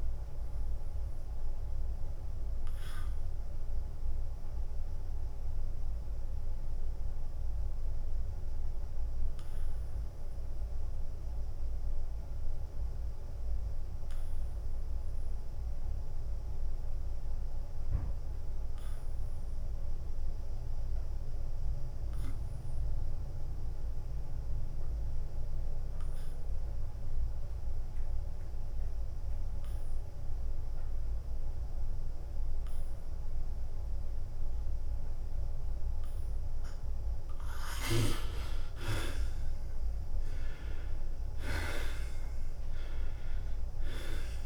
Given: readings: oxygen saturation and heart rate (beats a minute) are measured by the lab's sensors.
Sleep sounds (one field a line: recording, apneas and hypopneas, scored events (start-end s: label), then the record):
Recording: breathing in sleep by a room microphone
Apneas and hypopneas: 1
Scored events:
0.00-3.00 s: drop in pulse transit time (device-marked, heart rate 86 extreme)
2.00-36.50 s: obstructive apnea (oxygen 95% before, 74% lowest, heart rate 89 before, 86 extreme, up 3 after)
10.00-15.00 s: oxygen desaturation (device-marked, oxygen 91% before, 75% lowest, heart rate 89 before, 86 extreme)
34.00-44.46 s: oxygen desaturation (device-marked, oxygen 97% before, 74% lowest, heart rate 89 before, 84 extreme)
39.00-43.00 s: arousal
41.00-44.46 s: drop in pulse transit time (device-marked, heart rate 89 before, 88 extreme)
From the record:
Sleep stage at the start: N2 (light sleep)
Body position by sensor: on the back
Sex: male